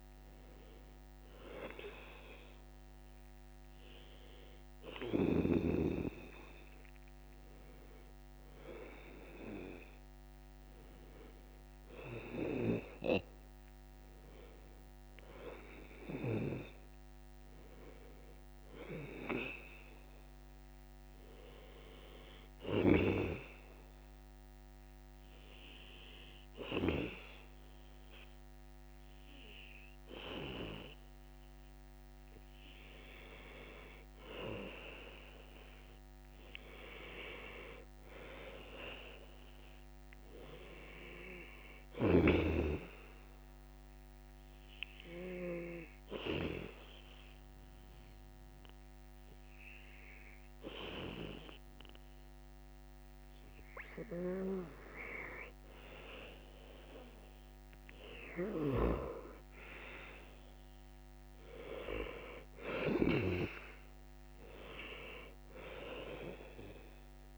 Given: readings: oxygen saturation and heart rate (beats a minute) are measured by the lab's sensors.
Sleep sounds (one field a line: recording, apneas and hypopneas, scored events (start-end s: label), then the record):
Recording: breathing in sleep by a microphone on the trachea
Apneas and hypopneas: 2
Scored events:
22.00-33.00 s: hypopnea (oxygen 95% before, 90% lowest, heart rate 75 before, 72 extreme, up 1 after)
34.50-38.00 s: arousal
43.50-54.00 s: obstructive apnea (oxygen 94% before, 89% lowest, heart rate 73 before, 69 extreme, up 1 after)
45.50-57.50 s: oxygen desaturation (device-marked, oxygen 94% before, 91% lowest, heart rate 73 before, 69 extreme)
59.50-64.00 s: arousal
65.50-67.38 s: oxygen desaturation (device-marked, oxygen 95% before, 90% lowest, heart rate 73 before, 67 extreme)
From the record:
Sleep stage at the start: N2 (light sleep)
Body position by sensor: on the back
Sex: male